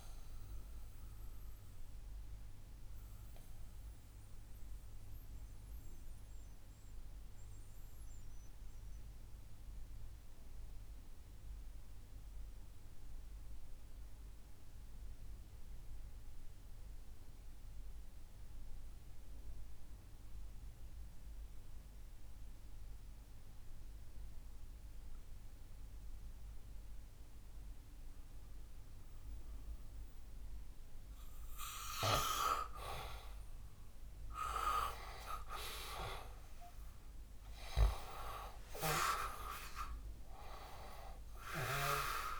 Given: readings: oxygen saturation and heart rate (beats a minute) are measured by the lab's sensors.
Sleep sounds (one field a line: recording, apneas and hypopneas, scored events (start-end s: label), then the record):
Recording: breathing in sleep by a room microphone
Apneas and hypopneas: 1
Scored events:
0.00-17.00 s: oxygen desaturation (device-marked, oxygen 89% lowest, heart rate 61 extreme)
0.50-32.00 s: mixed apnea (oxygen 99% before, 89% lowest, heart rate 67 before, 59 extreme, up 5 after)
34.00-37.50 s: arousal
34.00-42.40 s: oxygen desaturation (device-marked, oxygen 98% before, 90% lowest, heart rate 66 before, 59 extreme)
From the record:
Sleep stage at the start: N2 (light sleep)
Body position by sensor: on the back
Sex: male